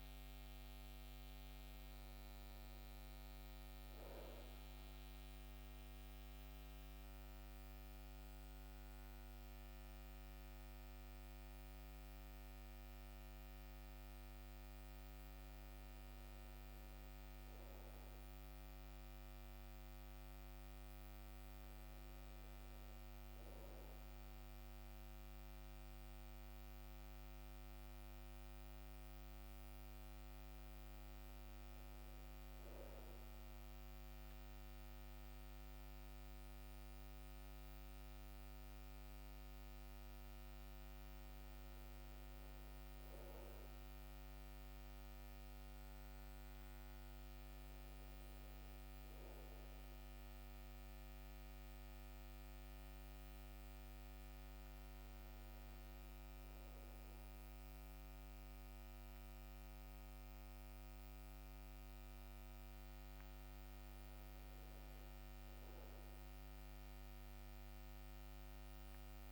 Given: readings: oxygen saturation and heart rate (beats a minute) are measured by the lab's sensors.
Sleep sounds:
breathing in sleep, hard to hear, by a microphone on the trachea; 1
0.00-14.50 s: oxygen desaturation (device-marked, oxygen 89% lowest, heart rate 63 extreme)
5.00-15.00 s: central apnea (oxygen 94% before, 89% lowest, heart rate 72 before, 63 extreme, up 3 after)
16.00-20.50 s: arousal
55.50-69.32 s: new sleep stage, N2 (light sleep)
From the record:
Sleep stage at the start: N1 (lightest sleep); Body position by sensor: on the back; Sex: male

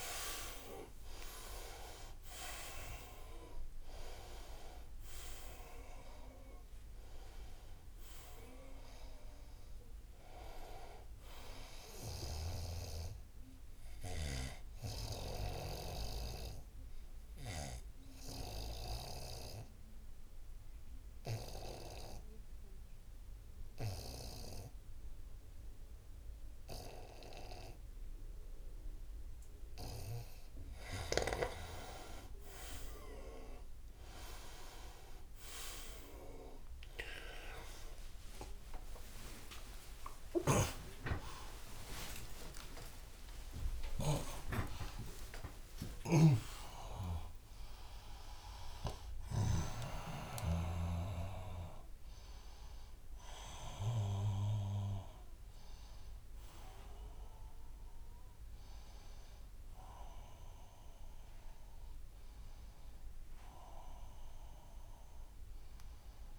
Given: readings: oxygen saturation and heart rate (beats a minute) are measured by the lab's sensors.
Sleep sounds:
a person partly awake in a sleep study, by a room microphone; 1
0.00-1.50 s: arousal
0.00-2.50 s: tachycardia (device-marked, heart rate 108 extreme)
0.00-21.50 s: oxygen desaturation (device-marked, oxygen 84% lowest, heart rate 73 extreme)
15.50-30.00 s: obstructive apnea (oxygen 99% before, 86% lowest, heart rate 88 before, 73 extreme, up 5 after)
36.50-63.50 s: oxygen desaturation (device-marked, oxygen 98% before, 88% lowest, heart rate 76 before, 75 extreme)
38.50-66.39 s: new sleep stage, awake
39.50-47.50 s: tachycardia (device-marked, heart rate 80 before, 138 extreme)
From the record:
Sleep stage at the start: N2 (light sleep); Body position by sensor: on the right side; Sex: male

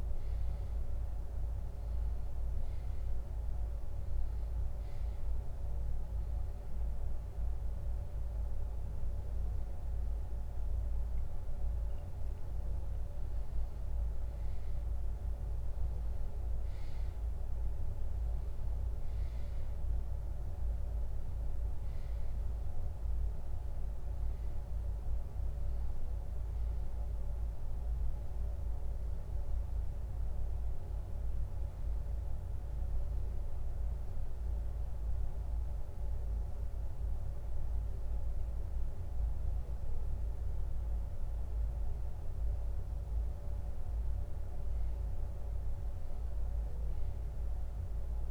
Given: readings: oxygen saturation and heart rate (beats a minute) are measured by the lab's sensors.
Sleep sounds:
a person awake in a sleep study, hard to hear, by a room microphone; none
none scored
From the record:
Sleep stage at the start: awake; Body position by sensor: on the back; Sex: male

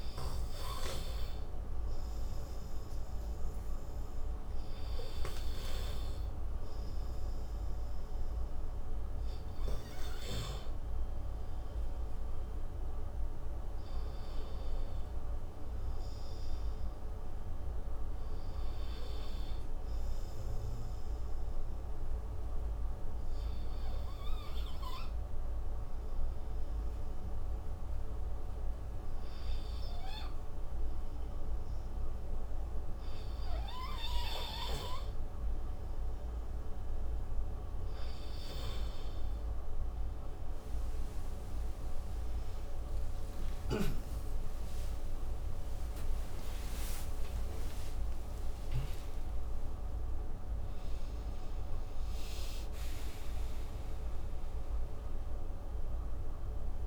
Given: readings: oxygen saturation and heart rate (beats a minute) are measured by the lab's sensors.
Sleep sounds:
breathing in sleep, hard to hear, by a room microphone; 1
0.00-5.50 s: oxygen desaturation (device-marked, oxygen 93% lowest)
11.50-15.00 s: arousal
20.50-33.00 s: obstructive apnea (oxygen 96% before, 95% lowest)
43.00-49.50 s: arousal
45.00-48.50 s: snoring (device-marked)
From the record:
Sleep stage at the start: N2 (light sleep); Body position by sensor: on the right side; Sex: male

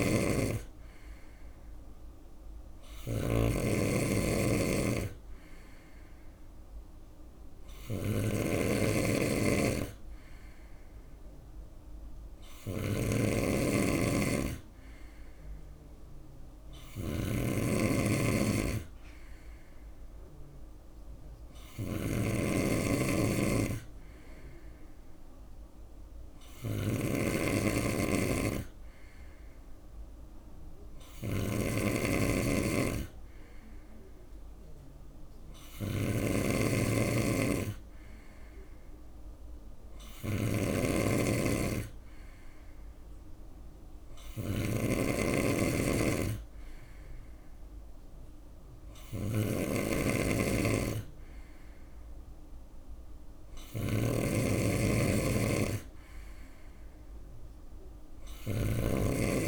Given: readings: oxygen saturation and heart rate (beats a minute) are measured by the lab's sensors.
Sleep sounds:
breathing in sleep by a room microphone; none
0.00-59.48 s: snoring (device-marked)
10.00-59.48 s: new sleep stage, N3 (deep sleep)
From the record:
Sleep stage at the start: N2 (light sleep); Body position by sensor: on the right side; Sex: male

